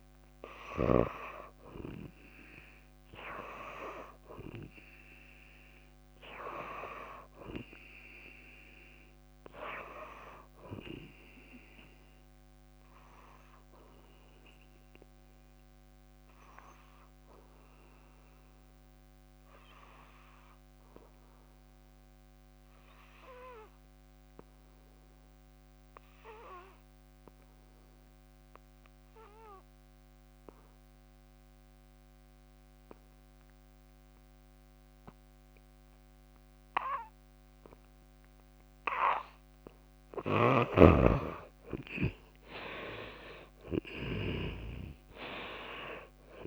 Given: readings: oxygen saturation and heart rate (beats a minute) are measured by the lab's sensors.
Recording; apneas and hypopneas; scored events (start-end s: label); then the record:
breathing in sleep by a microphone on the trachea; 1
1.00-18.00 s: oxygen desaturation (device-marked, oxygen 99% before, 89% lowest, heart rate 60 before, 53 extreme)
13.00-38.50 s: obstructive apnea (oxygen 99% before, 74% lowest, heart rate 60 before, 54 extreme, up 12 after)
32.00-46.47 s: oxygen desaturation (device-marked, oxygen 95% before, 74% lowest, heart rate 56 before, 54 extreme)
39.00-46.47 s: drop in pulse transit time (device-marked, heart rate 60 before, 67 extreme)
40.00-46.47 s: snoring (device-marked)
41.50-46.00 s: arousal
From the record:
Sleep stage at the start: N2 (light sleep); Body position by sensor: on the back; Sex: female